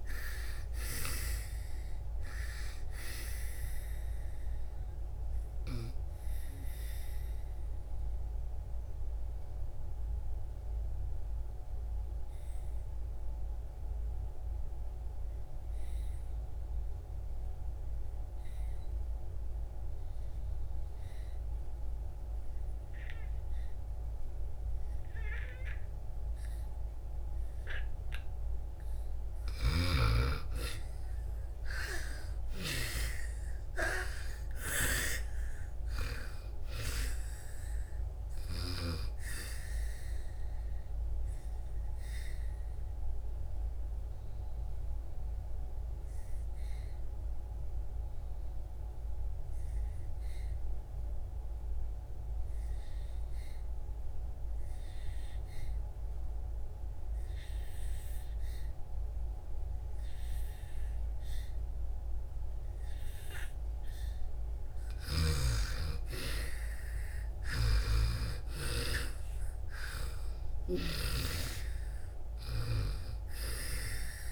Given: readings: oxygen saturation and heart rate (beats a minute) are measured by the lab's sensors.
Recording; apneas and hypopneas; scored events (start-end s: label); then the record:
breathing in sleep by a room microphone; 2
0.00-15.50 s: oxygen desaturation (device-marked, oxygen 80% lowest)
4.50-28.50 s: mixed apnea (oxygen 98% before, 80% lowest)
25.50-55.50 s: oxygen desaturation (device-marked, oxygen 98% before, 80% lowest)
29.00-32.50 s: snoring (device-marked)
30.00-34.00 s: arousal
41.00-63.00 s: obstructive apnea (oxygen 98% before, 77% lowest)
61.50-74.32 s: oxygen desaturation (device-marked, oxygen 98% before, 82% lowest)
66.00-70.00 s: arousal
67.00-70.50 s: snoring (device-marked)
From the record:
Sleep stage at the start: N2 (light sleep); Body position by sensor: on the back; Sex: female